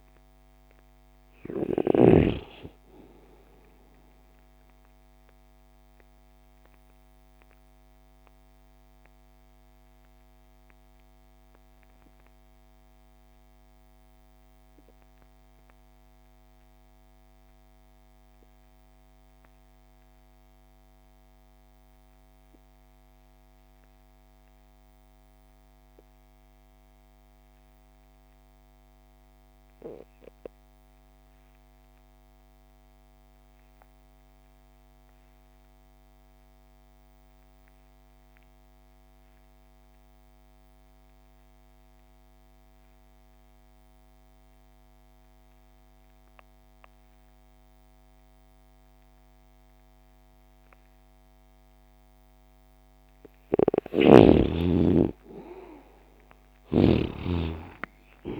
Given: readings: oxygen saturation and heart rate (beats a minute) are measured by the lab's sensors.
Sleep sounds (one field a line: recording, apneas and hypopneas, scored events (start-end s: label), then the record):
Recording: breathing in sleep by a microphone on the trachea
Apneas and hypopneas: 1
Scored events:
0.00-2.00 s: snoring (device-marked)
0.00-19.00 s: oxygen desaturation (device-marked, oxygen 68% lowest)
4.50-53.00 s: mixed apnea (oxygen 92% before, 67% lowest)
35.00-58.40 s: oxygen desaturation (device-marked, oxygen 97% before, 67% lowest)
54.50-57.00 s: arousal
56.00-58.40 s: snoring (device-marked)
From the record:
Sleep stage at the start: REM sleep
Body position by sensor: on the left side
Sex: male